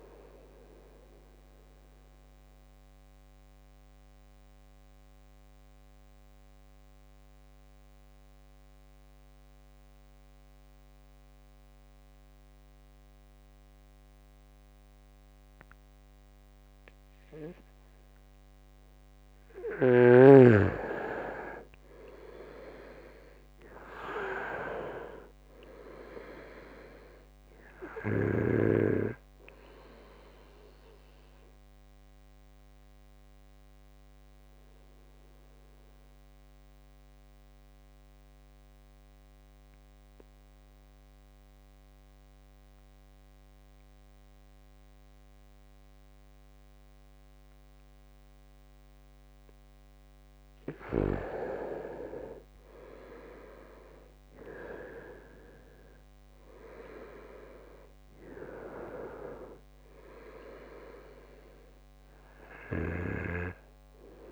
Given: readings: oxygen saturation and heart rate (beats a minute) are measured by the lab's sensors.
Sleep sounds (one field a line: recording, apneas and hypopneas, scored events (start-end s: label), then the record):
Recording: breathing in sleep by a microphone on the trachea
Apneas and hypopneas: 2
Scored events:
0.00-15.50 s: oxygen desaturation (device-marked, oxygen 89% lowest, heart rate 65 extreme)
0.50-19.00 s: central apnea (oxygen 97% before, 88% lowest, heart rate 73 before, 66 extreme, up 2 after)
21.00-24.00 s: arousal
27.50-42.50 s: oxygen desaturation (device-marked, oxygen 99% before, 88% lowest, heart rate 70 before, 66 extreme)
32.50-48.50 s: obstructive apnea (oxygen 99% before, 87% lowest, heart rate 71 before, 64 extreme, up 7 after)
50.50-54.50 s: arousal
55.50-64.32 s: oxygen desaturation (device-marked, oxygen 98% before, 89% lowest, heart rate 70 before, 64 extreme)
From the record:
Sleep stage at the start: N2 (light sleep)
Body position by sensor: on the right side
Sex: male